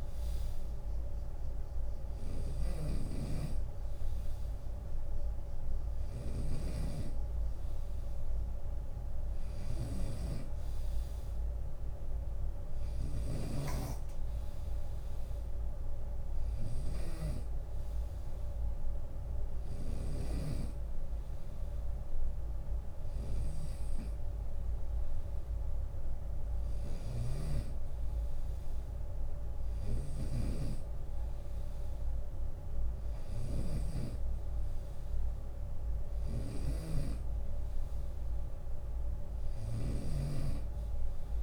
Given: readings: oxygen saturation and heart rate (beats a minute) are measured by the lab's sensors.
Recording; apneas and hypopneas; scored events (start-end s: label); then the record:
breathing in sleep by a room microphone; none
0.00-4.50 s: drop in pulse transit time (device-marked, heart rate 66 extreme)
0.00-19.00 s: snoring (device-marked)
26.00-41.43 s: snoring (device-marked)
From the record:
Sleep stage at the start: N2 (light sleep); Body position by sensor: on the right side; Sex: male